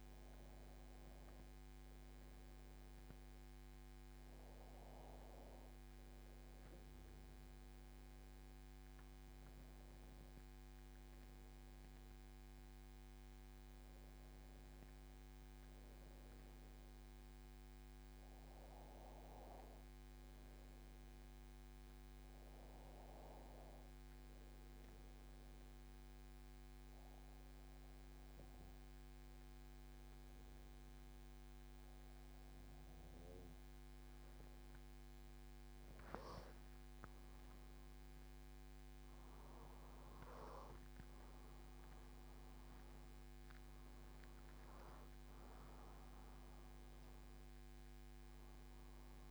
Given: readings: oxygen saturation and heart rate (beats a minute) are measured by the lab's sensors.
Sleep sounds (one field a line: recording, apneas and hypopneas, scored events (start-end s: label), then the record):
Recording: breathing in sleep, hard to hear, by a microphone on the trachea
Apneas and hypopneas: 1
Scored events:
24.00-35.00 s: obstructive apnea (oxygen 97% before, 94% lowest, heart rate 79 before, 76 extreme, up 3 after)
36.00-39.50 s: arousal
From the record:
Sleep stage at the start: N2 (light sleep)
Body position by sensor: on the back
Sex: male